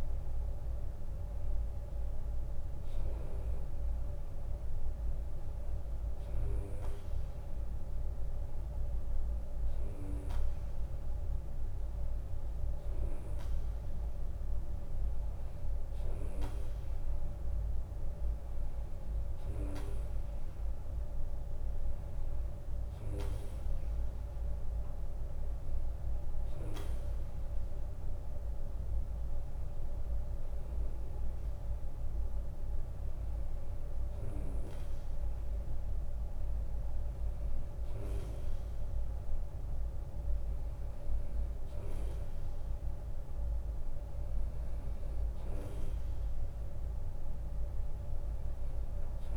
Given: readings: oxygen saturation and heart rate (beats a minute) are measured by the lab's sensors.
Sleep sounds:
breathing in sleep by a room microphone; none
0.00-5.50 s: drop in pulse transit time (device-marked, heart rate 68 extreme)
34.00-36.00 s: long interval between heartbeats (device-marked, heart rate 72 before, 83 extreme)
From the record:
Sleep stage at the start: N2 (light sleep); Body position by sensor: on the right side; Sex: male

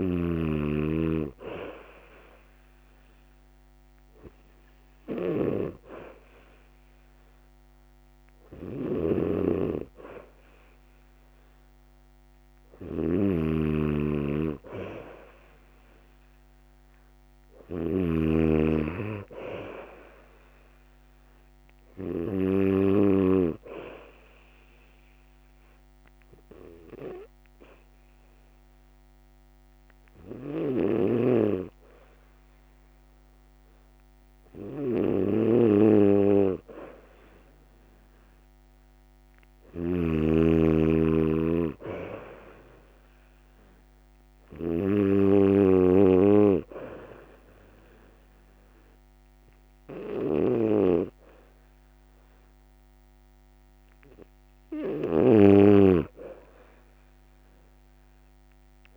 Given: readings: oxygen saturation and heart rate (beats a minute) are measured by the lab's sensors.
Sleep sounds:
breathing in sleep by a microphone on the trachea; 1
0.00-2.50 s: arousal
8.50-23.00 s: snoring (device-marked)
24.00-37.00 s: hypopnea (oxygen 97% before, 91% lowest, heart rate 69 before, 65 extreme, up 1 after)
30.50-58.97 s: snoring (device-marked)
40.00-44.00 s: arousal
44.50-58.97 s: oxygen desaturation (device-marked, oxygen 97% before, 91% lowest, heart rate 67 before, 66 extreme)
From the record:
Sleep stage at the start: N2 (light sleep); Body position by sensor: on the back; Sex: male

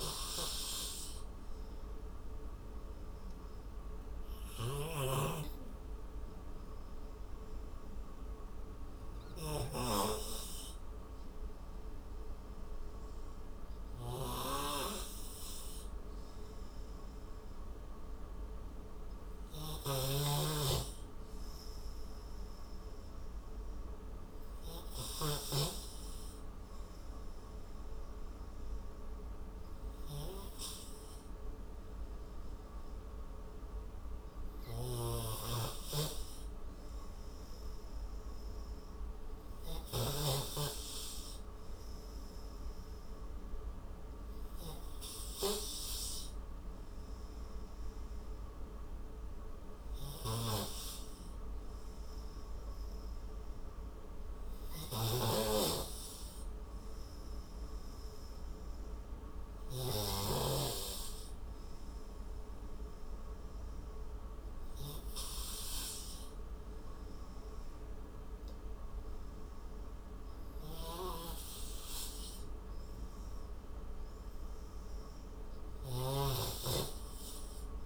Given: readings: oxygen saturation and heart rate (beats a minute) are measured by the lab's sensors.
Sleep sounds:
breathing in sleep by a room microphone; none
0.00-5.00 s: snoring (device-marked)
19.50-25.50 s: snoring (device-marked)
55.00-60.50 s: snoring (device-marked)
From the record:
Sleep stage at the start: N2 (light sleep); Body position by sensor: on the right side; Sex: male

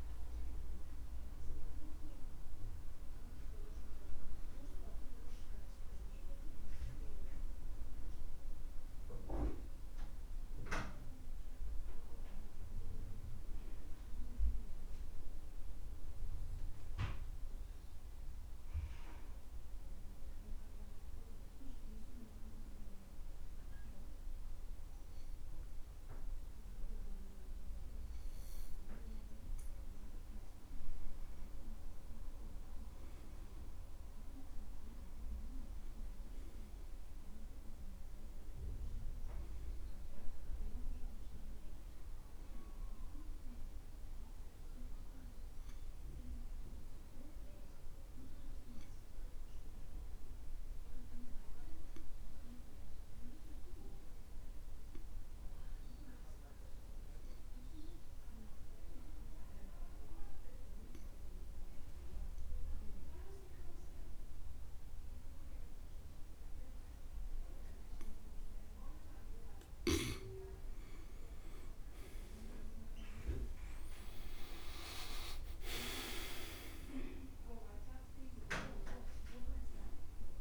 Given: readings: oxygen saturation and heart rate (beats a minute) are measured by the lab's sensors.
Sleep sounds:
breathing in sleep by a room microphone; 2
0.00-20.50 s: oxygen desaturation (device-marked, oxygen 88% lowest, heart rate 63 extreme)
7.50-11.00 s: arousal
14.50-30.50 s: obstructive apnea (oxygen 94% before, 88% lowest, heart rate 68 before, 62 extreme, up 10 after)
32.50-36.50 s: arousal
36.50-61.50 s: oxygen desaturation (device-marked, oxygen 98% before, 90% lowest, heart rate 65 before, 62 extreme)
44.50-69.50 s: obstructive apnea (oxygen 98% before, 87% lowest, heart rate 69 before, 62 extreme, up 14 after)
72.50-76.00 s: arousal
73.50-80.41 s: oxygen desaturation (device-marked, oxygen 96% before, 87% lowest, heart rate 66 before, 63 extreme)
From the record:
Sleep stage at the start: N2 (light sleep); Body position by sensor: on the back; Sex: male

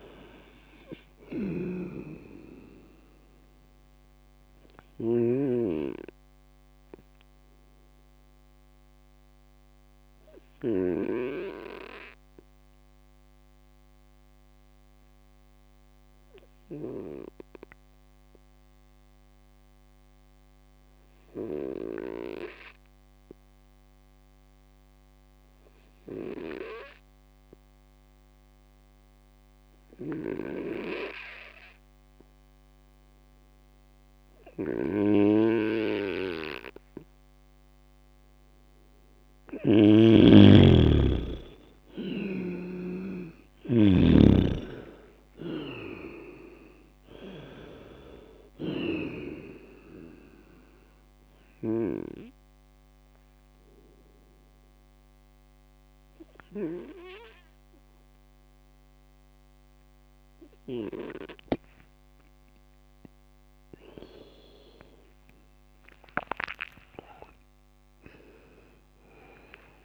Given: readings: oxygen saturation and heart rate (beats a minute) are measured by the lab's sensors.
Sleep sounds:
breathing in sleep by a microphone on the trachea; 2
0.00-5.00 s: snoring (device-marked)
5.50-37.00 s: obstructive apnea (oxygen 99% before, 95% lowest)
39.00-42.50 s: snoring (device-marked)
41.00-45.00 s: arousal
51.00-64.00 s: obstructive apnea (oxygen 99% before, 95% lowest)
65.50-69.85 s: arousal
From the record:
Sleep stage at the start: N2 (light sleep); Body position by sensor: on the right side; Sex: male

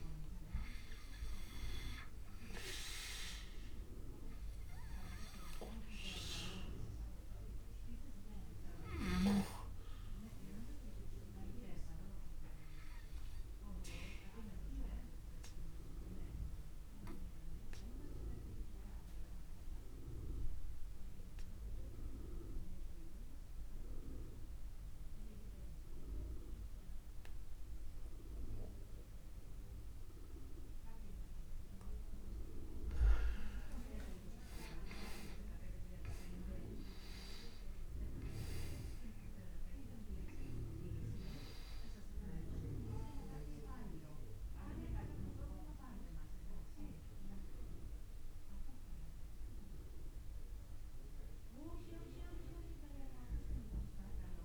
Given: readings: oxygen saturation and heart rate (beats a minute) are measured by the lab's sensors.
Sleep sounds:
breathing in sleep by a room microphone; 1
5.50-25.50 s: oxygen desaturation (device-marked, oxygen 97% before, 92% lowest)
6.50-31.50 s: obstructive apnea (oxygen 99% before, 89% lowest)
33.00-36.50 s: arousal
36.50-54.45 s: oxygen desaturation (device-marked, oxygen 98% before, 89% lowest)
From the record:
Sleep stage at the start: N2 (light sleep); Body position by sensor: on the back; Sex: male

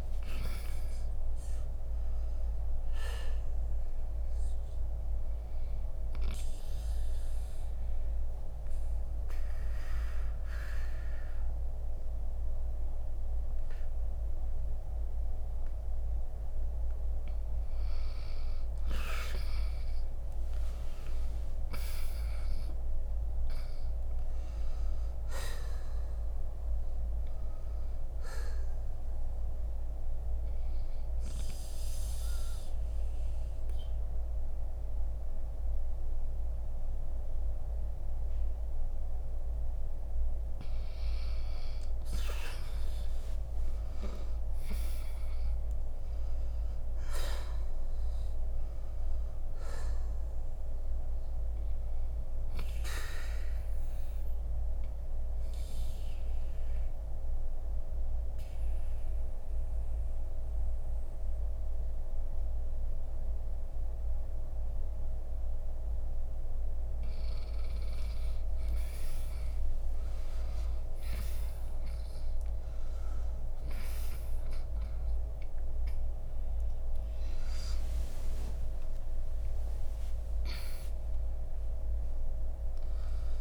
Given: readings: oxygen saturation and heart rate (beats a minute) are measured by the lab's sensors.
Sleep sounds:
breathing in sleep, hard to hear, by a room microphone; 3
1.00-4.50 s: arousal
7.00-18.00 s: central apnea (oxygen 89% before, 86% lowest, heart rate 71 before, 54 extreme, up 59 after)
18.50-27.50 s: oxygen desaturation (device-marked, oxygen 90% before, 86% lowest, heart rate 73 before, 54 extreme)
21.00-24.00 s: arousal
28.00-40.50 s: hypopnea (oxygen 90% before, 86% lowest, heart rate 86 before, 54 extreme, up 27 after)
43.00-46.50 s: arousal
47.50-54.50 s: oxygen desaturation (device-marked, oxygen 91% before, 87% lowest, heart rate 62 before, 56 extreme)
55.50-67.50 s: mixed apnea (oxygen 91% before, 86% lowest, heart rate 66 before, 56 extreme, up 17 after)
67.50-83.41 s: oxygen desaturation (device-marked, oxygen 92% before, 87% lowest, heart rate 67 before, 57 extreme)
70.00-74.00 s: arousal
81.00-83.41 s: arousal
From the record:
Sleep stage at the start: N2 (light sleep); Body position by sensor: on the right side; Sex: male

